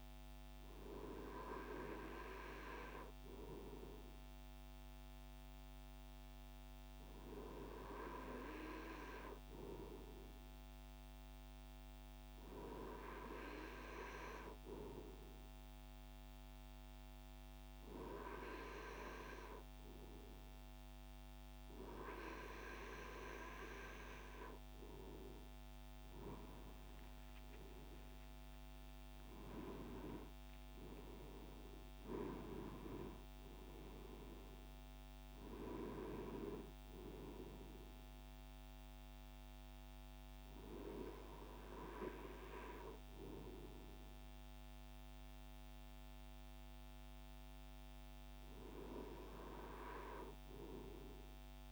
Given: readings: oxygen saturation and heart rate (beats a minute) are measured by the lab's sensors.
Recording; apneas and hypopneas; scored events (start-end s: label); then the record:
breathing in sleep by a microphone on the trachea; none
none scored
From the record:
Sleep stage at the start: N2 (light sleep); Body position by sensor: on the right side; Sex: male